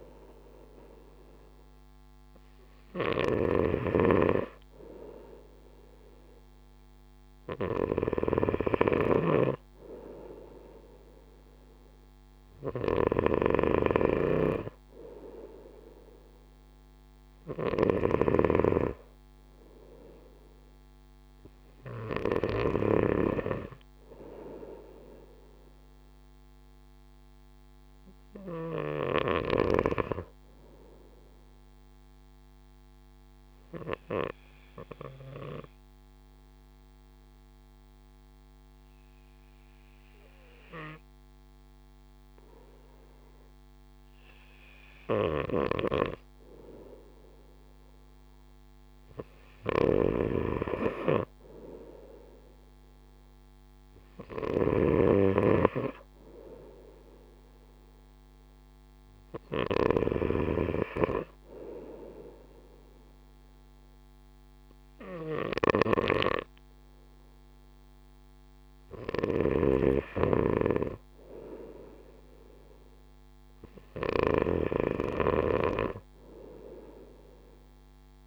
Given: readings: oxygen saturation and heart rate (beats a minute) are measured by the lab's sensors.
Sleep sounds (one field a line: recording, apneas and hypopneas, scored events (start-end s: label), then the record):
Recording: breathing in sleep by a microphone on the trachea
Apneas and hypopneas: 1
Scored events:
0.00-22.50 s: snoring (device-marked)
33.00-44.50 s: obstructive apnea (oxygen 95% before, 94% lowest)
45.00-60.00 s: snoring (device-marked)
47.00-50.50 s: arousal
69.00-74.50 s: snoring (device-marked)
From the record:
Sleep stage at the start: N2 (light sleep)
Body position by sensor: on the right side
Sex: male